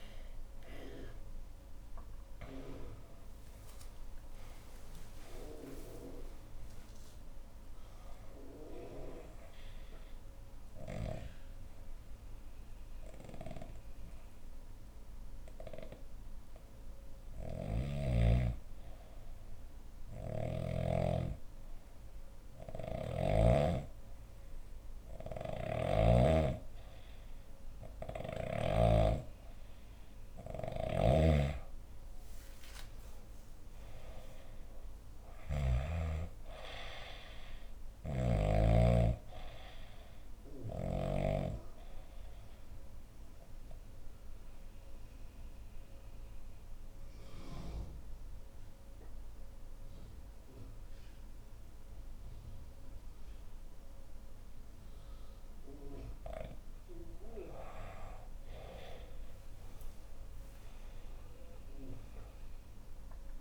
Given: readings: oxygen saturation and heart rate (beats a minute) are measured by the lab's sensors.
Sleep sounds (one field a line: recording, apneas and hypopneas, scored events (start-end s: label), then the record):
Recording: breathing in sleep by a room microphone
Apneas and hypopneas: 2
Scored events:
0.00-4.00 s: arousal
0.00-14.50 s: oxygen desaturation (device-marked, oxygen 93% lowest, heart rate 59 extreme)
10.50-29.00 s: obstructive apnea (oxygen 99% before, 90% lowest, heart rate 77 before, 58 extreme, up 10 after)
12.50-15.50 s: bradycardia (device-marked, heart rate 74 before, 62 extreme)
22.00-25.50 s: snoring (device-marked)
30.00-35.50 s: snoring (device-marked)
31.50-49.50 s: oxygen desaturation (device-marked, oxygen 98% before, 91% lowest, heart rate 62 before, 58 extreme)
32.00-35.00 s: arousal
39.50-55.50 s: obstructive apnea (oxygen 98% before, 88% lowest, heart rate 64 before, 57 extreme, up 18 after)
42.50-47.50 s: bradycardia (device-marked, heart rate 73 before, 58 extreme)
58.00-62.50 s: arousal
58.50-63.41 s: oxygen desaturation (device-marked, oxygen 97% before, 90% lowest, heart rate 63 before, 57 extreme)
From the record:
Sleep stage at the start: N2 (light sleep)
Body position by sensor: on the left side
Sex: female